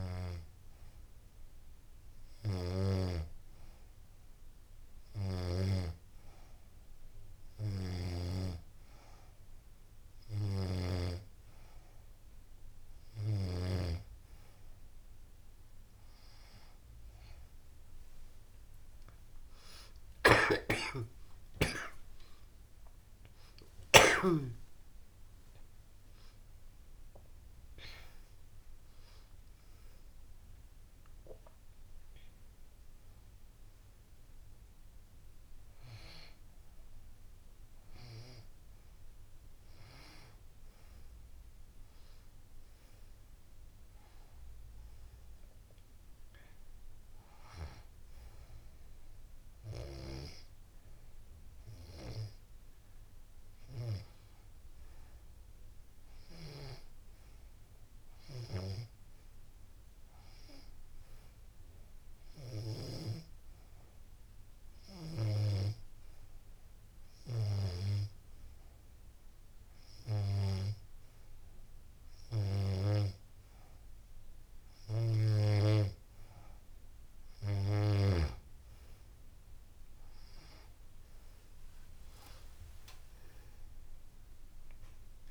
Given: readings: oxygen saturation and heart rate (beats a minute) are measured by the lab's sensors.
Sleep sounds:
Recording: breathing in sleep by a room microphone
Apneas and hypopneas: 1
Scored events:
19.00-23.50 s: snoring (device-marked)
20.00-25.50 s: arousal
59.00-72.50 s: hypopnea (oxygen 96% before, 92% lowest, heart rate 93 before, 85 extreme, up 7 after)
79.50-84.50 s: arousal
From the record:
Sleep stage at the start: N2 (light sleep)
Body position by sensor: on the back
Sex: female

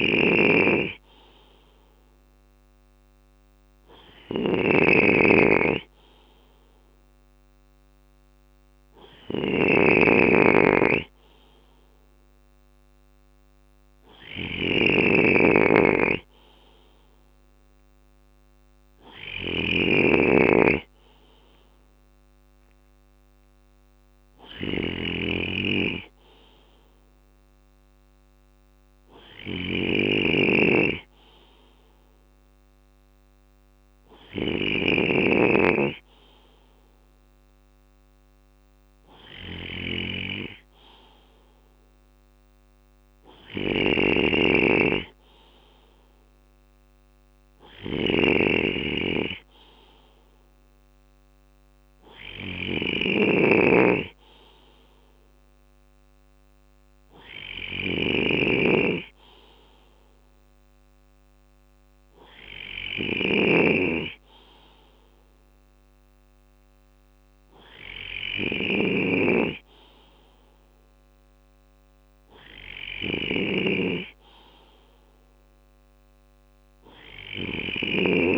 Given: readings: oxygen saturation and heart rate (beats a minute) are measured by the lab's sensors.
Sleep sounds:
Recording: breathing in sleep by a microphone on the trachea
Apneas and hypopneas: none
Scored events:
0.00-78.38 s: snoring (device-marked)
13.00-19.00 s: bradycardia (device-marked, heart rate 52 before, 59 extreme)
25.00-32.00 s: bradycardia (device-marked, heart rate 52 before, 57 extreme)
43.00-45.00 s: bradycardia (device-marked, heart rate 52 before, 61 extreme)
46.00-48.00 s: bradycardia (device-marked, heart rate 52 before, 59 extreme)
From the record:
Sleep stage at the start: N2 (light sleep)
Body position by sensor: on the left side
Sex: male

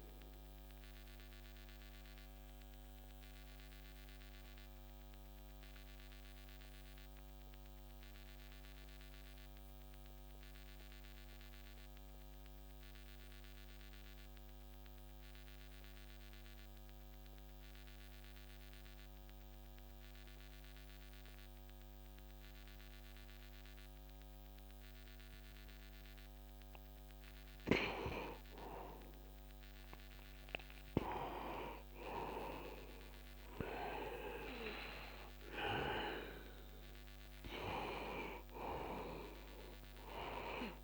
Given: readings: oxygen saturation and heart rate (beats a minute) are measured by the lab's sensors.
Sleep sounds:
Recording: breathing in sleep by a microphone on the trachea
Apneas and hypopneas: 1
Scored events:
0.00-18.50 s: oxygen desaturation (device-marked, oxygen 86% lowest, heart rate 63 extreme)
1.00-27.50 s: mixed apnea (oxygen 97% before, 84% lowest, heart rate 64 before, 63 extreme, up 0 after)
29.00-33.00 s: arousal
32.50-40.84 s: oxygen desaturation (device-marked, oxygen 97% before, 84% lowest, heart rate 63 before, 62 extreme)
From the record:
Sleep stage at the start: N2 (light sleep)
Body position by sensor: on the back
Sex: male

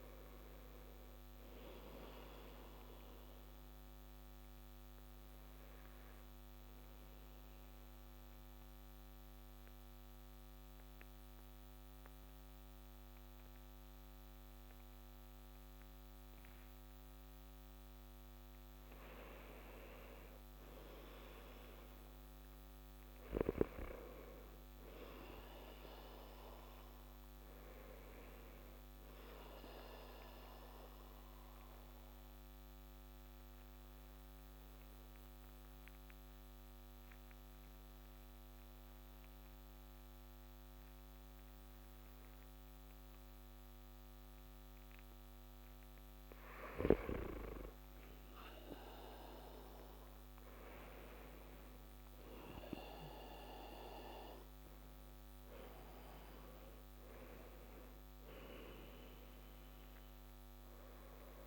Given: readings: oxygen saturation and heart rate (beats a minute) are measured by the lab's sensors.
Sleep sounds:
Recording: breathing in sleep by a microphone on the trachea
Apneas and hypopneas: 2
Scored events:
3.00-22.00 s: oxygen desaturation (device-marked, oxygen 96% before, 91% lowest)
3.50-18.50 s: central apnea (oxygen 96% before, 91% lowest)
22.00-25.00 s: arousal
30.50-45.00 s: central apnea (oxygen 97% before, 91% lowest)
35.00-46.00 s: oxygen desaturation (device-marked, oxygen 97% before, 92% lowest)
48.50-52.00 s: arousal
60.00-61.47 s: oxygen desaturation (device-marked, oxygen 96% before, 92% lowest)
From the record:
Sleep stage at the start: N2 (light sleep)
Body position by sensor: on the back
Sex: male

